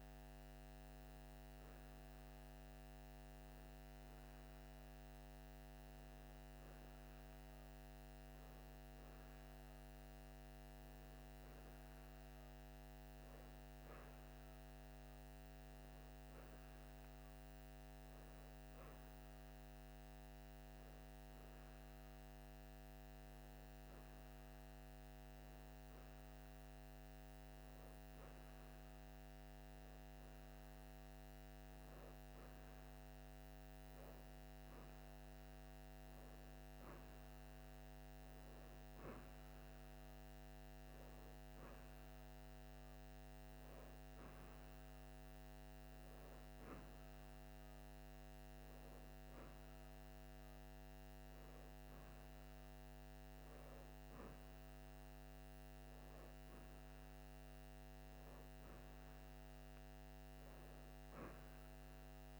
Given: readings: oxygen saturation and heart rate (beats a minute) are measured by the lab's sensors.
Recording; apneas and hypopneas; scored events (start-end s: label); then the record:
breathing in sleep, hard to hear, by a microphone on the trachea; none
none scored
From the record:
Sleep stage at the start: N2 (light sleep); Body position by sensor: on the right side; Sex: female